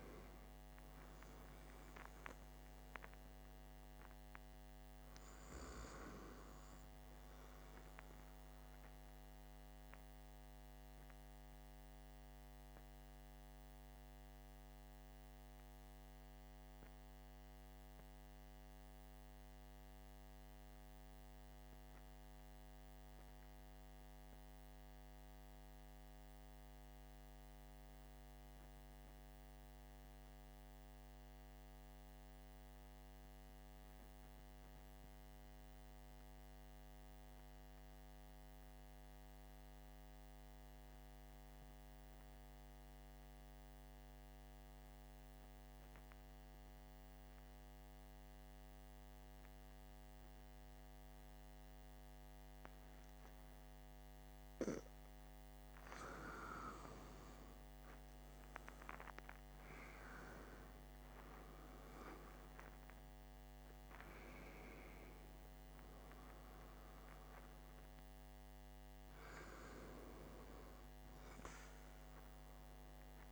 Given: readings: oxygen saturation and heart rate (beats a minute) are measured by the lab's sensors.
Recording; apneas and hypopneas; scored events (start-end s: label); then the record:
breathing in sleep by a microphone on the trachea; 1
10.50-54.00 s: obstructive apnea (oxygen 97% before, 89% lowest, heart rate 65 before, 47 extreme, up 19 after)
59.00-63.00 s: arousal
From the record:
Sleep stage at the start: REM sleep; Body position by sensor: on the back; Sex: male